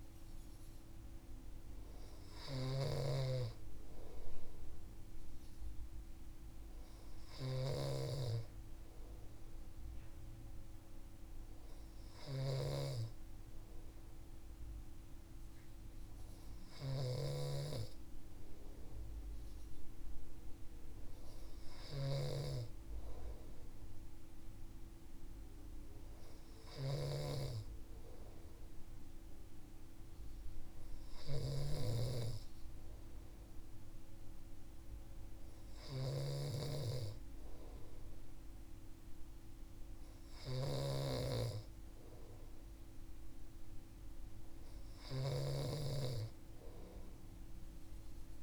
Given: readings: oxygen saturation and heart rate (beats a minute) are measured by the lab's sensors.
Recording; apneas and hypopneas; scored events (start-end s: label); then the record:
breathing in sleep by a room microphone; none
0.00-48.43 s: snoring (device-marked)
From the record:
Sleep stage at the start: N2 (light sleep); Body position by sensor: on the right side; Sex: male